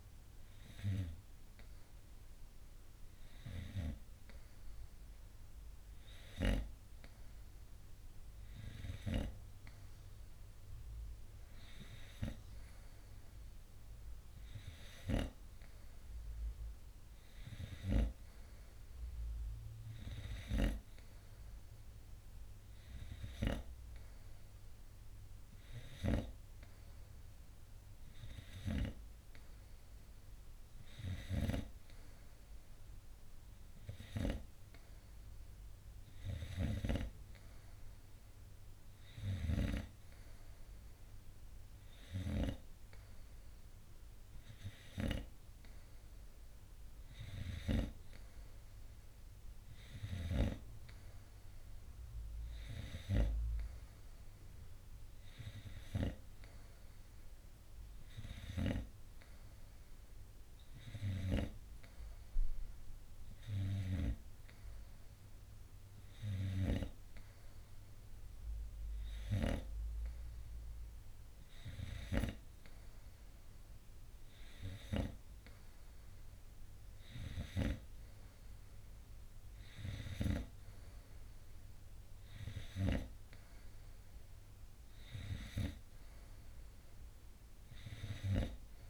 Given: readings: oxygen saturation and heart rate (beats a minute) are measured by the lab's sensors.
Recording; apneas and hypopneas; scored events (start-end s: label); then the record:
breathing in sleep by a room microphone; none
31.00-37.00 s: snoring (device-marked)
From the record:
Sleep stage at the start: N2 (light sleep); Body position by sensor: on the front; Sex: male